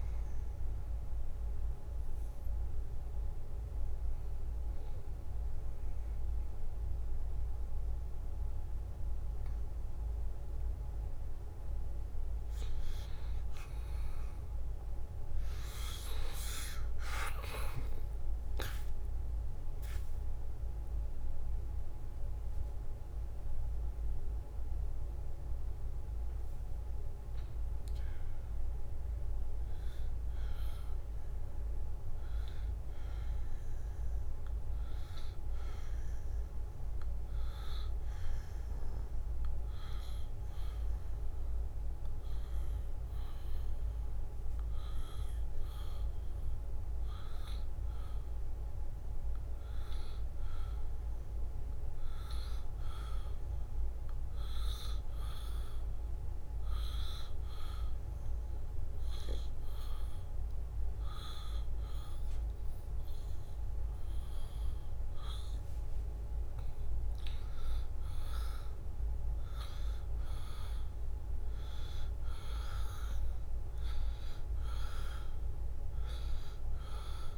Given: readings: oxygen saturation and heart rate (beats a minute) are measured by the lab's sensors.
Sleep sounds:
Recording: breathing in sleep by a room microphone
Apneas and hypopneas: 2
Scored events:
0.00-1.50 s: oxygen desaturation (device-marked, oxygen 89% lowest, heart rate 70 extreme)
0.50-13.00 s: obstructive apnea (oxygen 94% before, 89% lowest, heart rate 76 before, 70 extreme, up 4 after)
18.50-47.50 s: oxygen desaturation (device-marked, oxygen 94% before, 89% lowest, heart rate 73 before, 72 extreme)
20.00-25.50 s: arousal
20.50-33.50 s: drop in pulse transit time (device-marked, heart rate 72 before, 74 extreme)
48.50-51.50 s: arousal
53.50-65.50 s: hypopnea (oxygen 95% before, 88% lowest, heart rate 74 before, 73 extreme, up 1 after)
68.00-72.50 s: arousal
From the record:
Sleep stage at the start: N2 (light sleep)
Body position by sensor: on the back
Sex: male

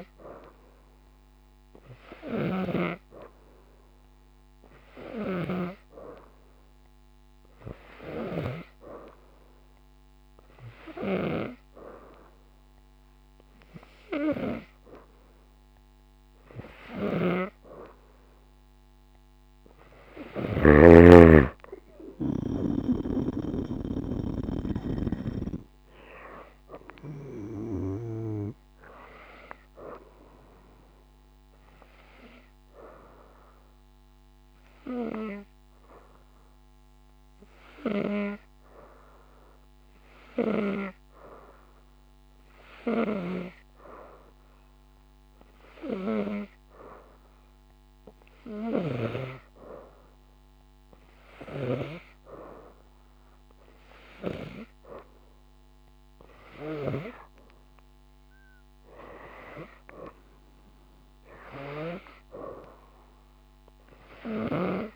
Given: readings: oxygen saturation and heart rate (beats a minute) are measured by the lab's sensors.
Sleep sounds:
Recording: breathing in sleep by a microphone on the trachea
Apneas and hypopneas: 1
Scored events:
0.00-5.50 s: snoring (device-marked)
16.50-20.50 s: snoring (device-marked)
27.50-45.50 s: oxygen desaturation (device-marked, oxygen 94% before, 90% lowest)
32.00-44.50 s: obstructive apnea (oxygen 94% before, 90% lowest)
47.50-64.50 s: oxygen desaturation (device-marked, oxygen 96% before, 91% lowest)
48.00-51.00 s: arousal
From the record:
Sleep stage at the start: N2 (light sleep)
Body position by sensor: upright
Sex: female

